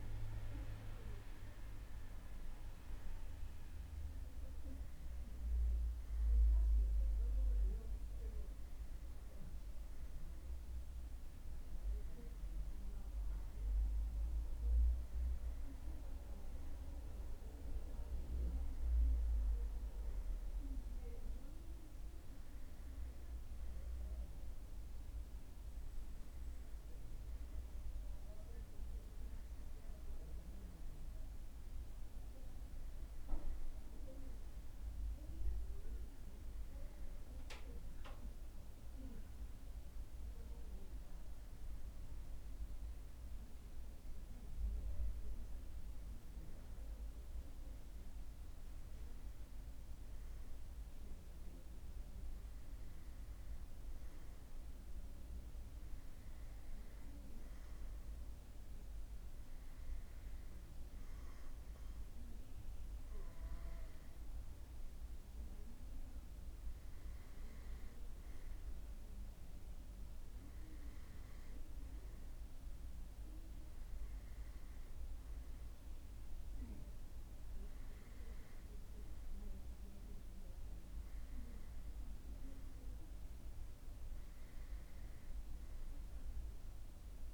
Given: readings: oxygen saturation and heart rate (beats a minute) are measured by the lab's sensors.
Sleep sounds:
breathing in sleep, hard to hear, by a room microphone; none
none scored
From the record:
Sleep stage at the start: N2 (light sleep); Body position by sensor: on the right side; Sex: male

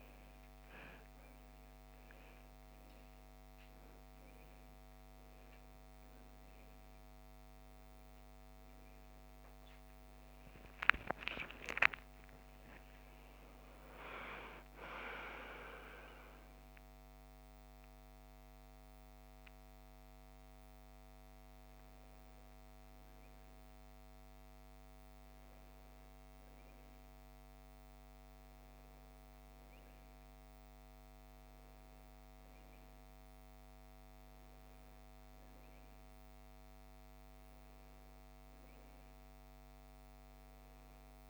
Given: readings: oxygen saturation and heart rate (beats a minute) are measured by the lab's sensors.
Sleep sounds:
a person awake in a sleep study, by a microphone on the trachea; none
none scored
From the record:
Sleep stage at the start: awake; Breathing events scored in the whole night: 736 in 7.4 hours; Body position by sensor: on the right side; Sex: female

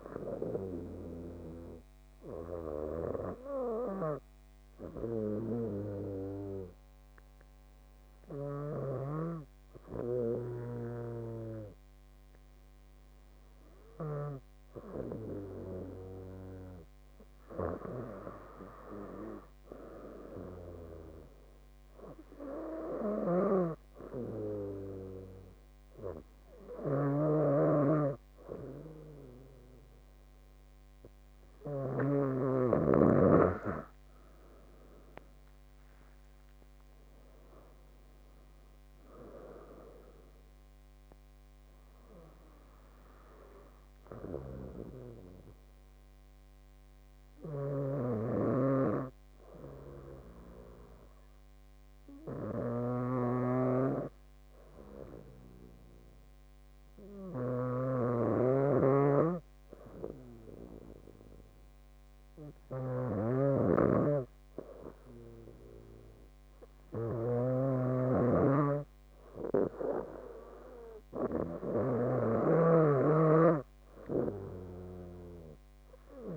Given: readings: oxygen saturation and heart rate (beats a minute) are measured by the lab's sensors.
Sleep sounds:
breathing in sleep by a microphone on the trachea; 2
3.00-17.00 s: hypopnea (oxygen 98% before, 95% lowest)
19.50-22.50 s: arousal
35.50-39.00 s: arousal
48.50-62.50 s: hypopnea (oxygen 96% before, 95% lowest)
From the record:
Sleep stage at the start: N2 (light sleep); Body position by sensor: on the back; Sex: female

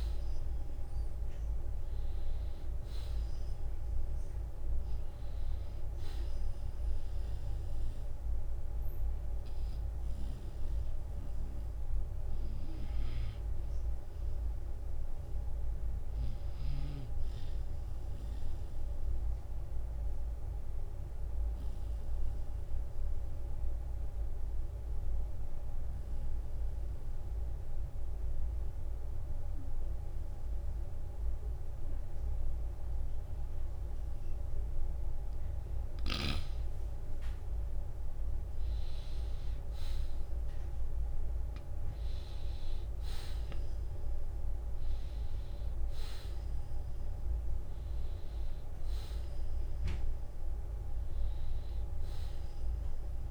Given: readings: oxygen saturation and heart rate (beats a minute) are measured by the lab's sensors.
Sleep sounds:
breathing in sleep, hard to hear, by a room microphone; 1
14.00-26.00 s: oxygen desaturation (device-marked, oxygen 92% before, 87% lowest, heart rate 60 before, 46 extreme)
18.50-34.50 s: obstructive apnea (oxygen 95% before, 87% lowest, heart rate 60 before, 46 extreme, up 7 after)
37.50-42.00 s: arousal
From the record:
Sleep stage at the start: N2 (light sleep); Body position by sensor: on the back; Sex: male

